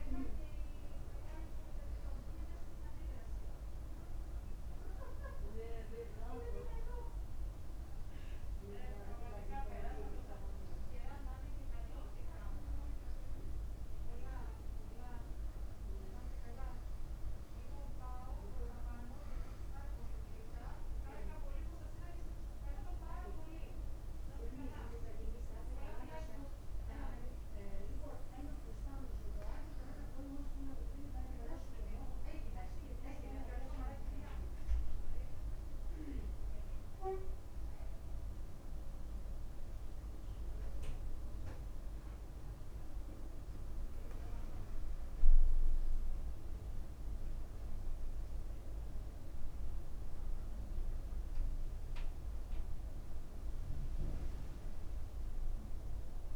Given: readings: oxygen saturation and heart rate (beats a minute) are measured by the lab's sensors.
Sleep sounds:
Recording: breathing in sleep by a room microphone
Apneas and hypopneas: none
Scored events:
none scored
From the record:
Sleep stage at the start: N2 (light sleep)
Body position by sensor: on the right side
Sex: male

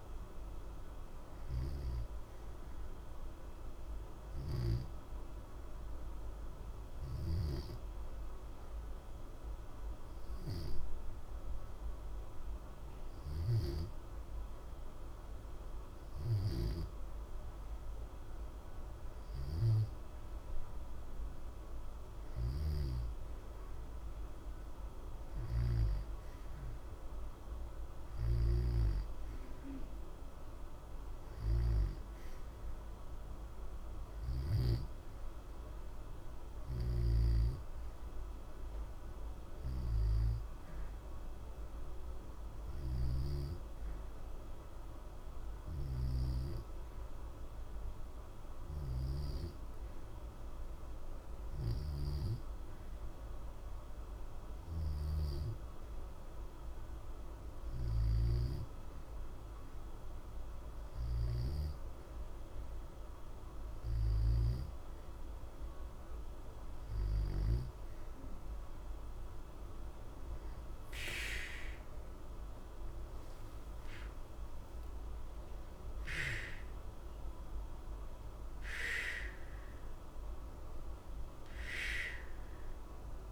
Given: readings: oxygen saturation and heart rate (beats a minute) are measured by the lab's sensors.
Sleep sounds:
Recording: breathing in sleep by a room microphone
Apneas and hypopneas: 2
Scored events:
3.00-18.00 s: obstructive apnea (oxygen 91% before, 87% lowest, heart rate 60 before, 60 extreme, up 0 after)
19.00-23.50 s: arousal
45.50-58.00 s: hypopnea (oxygen 90% before, 87% lowest, heart rate 60 before, 60 extreme, up 0 after)
57.50-61.00 s: snoring (device-marked)
73.00-77.00 s: arousal
From the record:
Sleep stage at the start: N2 (light sleep)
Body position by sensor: on the back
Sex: male

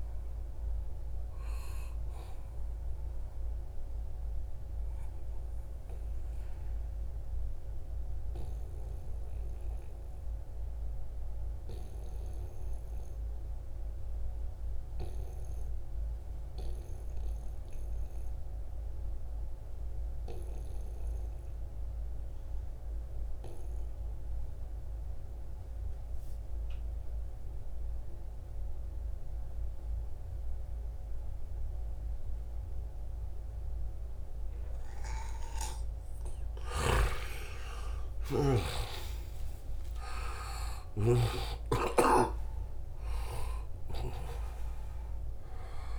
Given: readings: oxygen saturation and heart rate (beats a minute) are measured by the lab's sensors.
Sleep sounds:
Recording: breathing in sleep by a room microphone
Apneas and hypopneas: 1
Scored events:
0.00-7.50 s: oxygen desaturation (device-marked, oxygen 90% lowest, heart rate 65 extreme)
1.50-34.50 s: obstructive apnea (oxygen 98% before, 89% lowest, heart rate 76 before, 65 extreme, up 10 after)
28.50-45.98 s: oxygen desaturation (device-marked, oxygen 97% before, 89% lowest, heart rate 71 before, 65 extreme)
32.50-45.98 s: new sleep stage, N1 (lightest sleep)
36.00-40.50 s: snoring (device-marked)
36.50-40.00 s: arousal
From the record:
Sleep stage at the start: N2 (light sleep)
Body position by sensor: on the right side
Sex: male

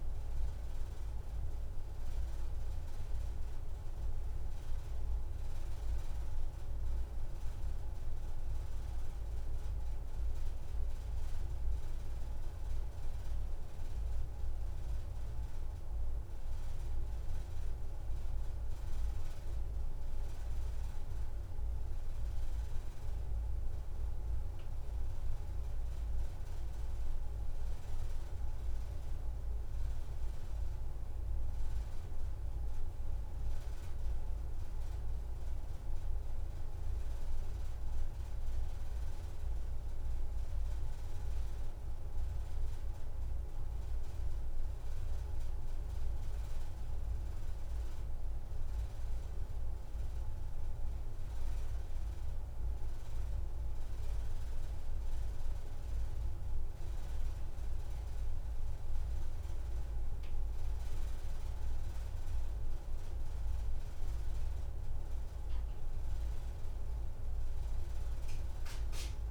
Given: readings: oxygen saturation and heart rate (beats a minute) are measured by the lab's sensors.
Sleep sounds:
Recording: breathing in sleep, hard to hear, by a room microphone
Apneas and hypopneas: none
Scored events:
58.50-69.31 s: new sleep stage, N2 (light sleep)
From the record:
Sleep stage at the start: N1 (lightest sleep)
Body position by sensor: on the back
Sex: female

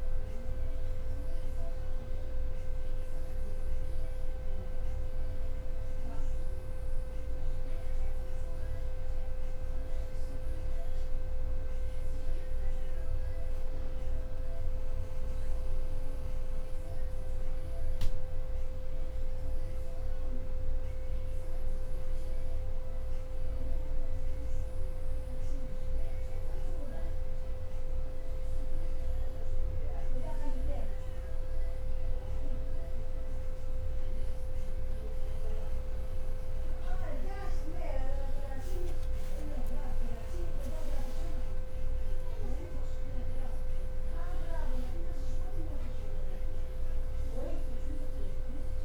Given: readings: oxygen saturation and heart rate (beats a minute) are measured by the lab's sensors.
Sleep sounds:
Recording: breathing in sleep, hard to hear, by a room microphone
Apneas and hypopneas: none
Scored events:
none scored
From the record:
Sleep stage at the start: N2 (light sleep)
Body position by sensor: on the back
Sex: male

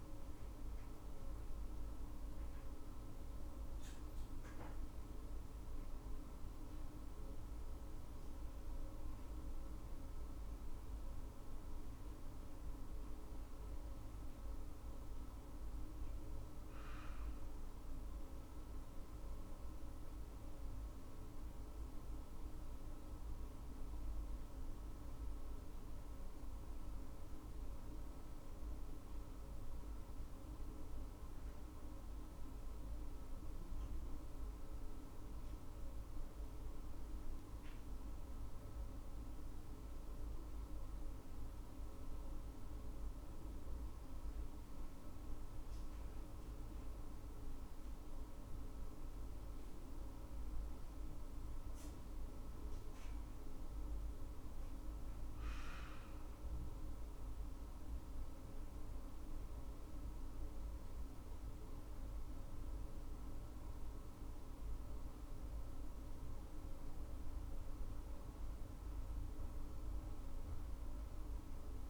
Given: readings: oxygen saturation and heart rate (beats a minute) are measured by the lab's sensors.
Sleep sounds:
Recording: breathing in sleep, hard to hear, by a room microphone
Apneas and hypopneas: none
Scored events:
52.50-58.00 s: arousal
From the record:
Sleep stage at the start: N2 (light sleep)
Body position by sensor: on the left side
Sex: female

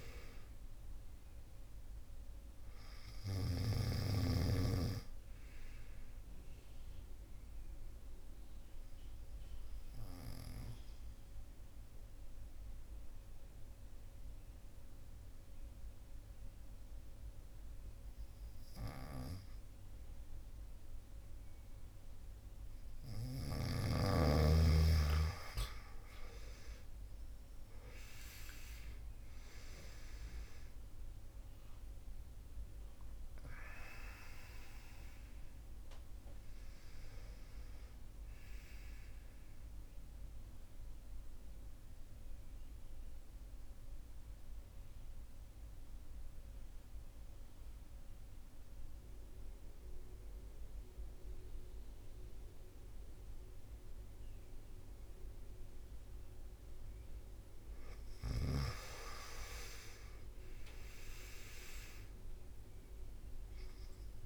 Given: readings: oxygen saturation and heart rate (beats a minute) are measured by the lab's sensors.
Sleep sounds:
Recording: breathing in sleep by a room microphone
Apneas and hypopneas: 2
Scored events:
0.00-2.00 s: arousal
9.00-23.00 s: mixed apnea (oxygen 98% before, 88% lowest)
17.50-23.50 s: oxygen desaturation (device-marked, oxygen 96% before, 90% lowest)
27.00-32.50 s: arousal
32.50-57.50 s: oxygen desaturation (device-marked, oxygen 95% before, 88% lowest)
39.50-56.00 s: central apnea (oxygen 96% before, 88% lowest)
59.00-63.00 s: arousal
From the record:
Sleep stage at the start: N2 (light sleep)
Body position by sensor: on the back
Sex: male

